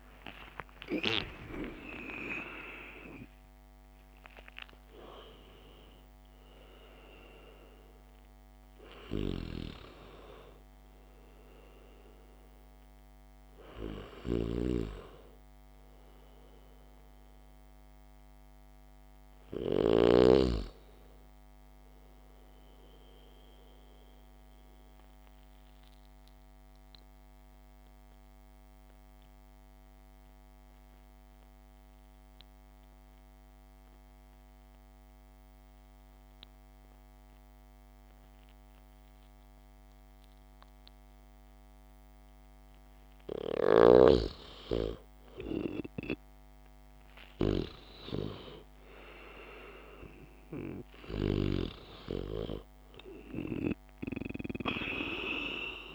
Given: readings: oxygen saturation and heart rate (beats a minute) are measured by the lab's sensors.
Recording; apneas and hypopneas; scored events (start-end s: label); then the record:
breathing in sleep by a microphone on the trachea; 1
0.00-20.00 s: oxygen desaturation (device-marked, oxygen 91% lowest, heart rate 54 extreme)
0.50-2.50 s: long interval between heartbeats (device-marked, heart rate 69 before, 105 extreme)
14.50-20.50 s: snoring (device-marked)
19.50-23.00 s: arousal
25.50-44.50 s: obstructive apnea (oxygen 99% before, 92% lowest, heart rate 79 before, 54 extreme, up 3 after)
46.00-50.50 s: arousal
46.00-55.95 s: oxygen desaturation (device-marked, oxygen 98% before, 92% lowest, heart rate 60 before, 51 extreme)
From the record:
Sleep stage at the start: REM sleep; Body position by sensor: on the back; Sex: male